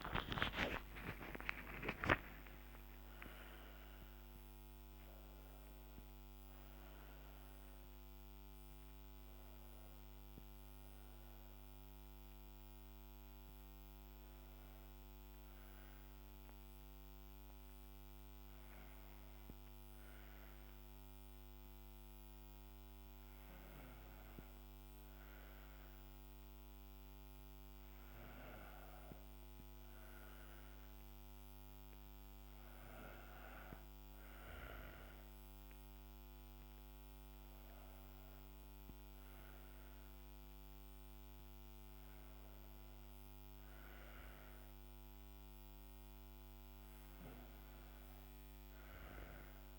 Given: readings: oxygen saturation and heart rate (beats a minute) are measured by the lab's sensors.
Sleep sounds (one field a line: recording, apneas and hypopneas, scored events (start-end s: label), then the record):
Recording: breathing in sleep by a microphone on the trachea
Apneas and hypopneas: none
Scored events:
4.50-8.50 s: arousal
From the record:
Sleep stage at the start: N2 (light sleep)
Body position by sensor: on the right side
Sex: female